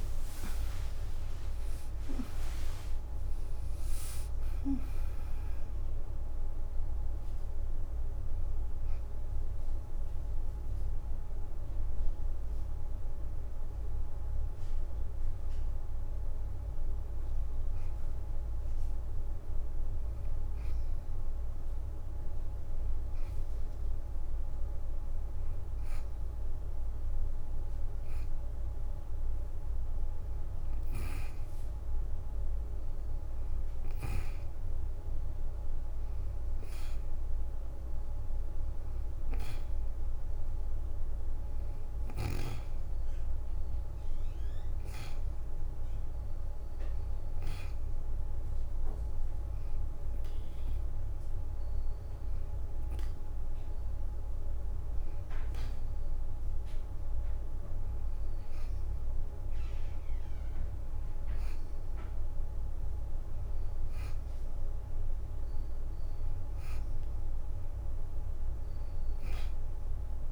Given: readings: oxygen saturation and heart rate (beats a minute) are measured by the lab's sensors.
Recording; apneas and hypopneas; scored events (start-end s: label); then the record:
breathing in sleep, hard to hear, by a room microphone; 2
0.00-1.00 s: arousal
0.00-4.00 s: leg movement (device-marked)
5.00-16.00 s: oxygen desaturation (device-marked, oxygen 91% before, 88% lowest, heart rate 76 before, 50 extreme)
16.50-18.50 s: leg movement (device-marked)
20.50-22.50 s: leg movement (device-marked)
22.00-32.00 s: hypopnea (oxygen 91% before, 88% lowest, heart rate 71 before, 45 extreme, up 20 after)
28.50-29.50 s: leg movement (device-marked)
32.50-37.00 s: arousal
43.00-58.00 s: oxygen desaturation (device-marked, oxygen 94% before, 89% lowest, heart rate 69 before, 44 extreme)
47.50-57.50 s: hypopnea (oxygen 96% before, 86% lowest, heart rate 69 before, 44 extreme, up 18 after)
62.50-66.00 s: arousal
68.00-70.32 s: oxygen desaturation (device-marked, oxygen 92% before, 88% lowest, heart rate 56 before, 37 extreme)
From the record:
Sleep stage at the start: N2 (light sleep); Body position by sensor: on the back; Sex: female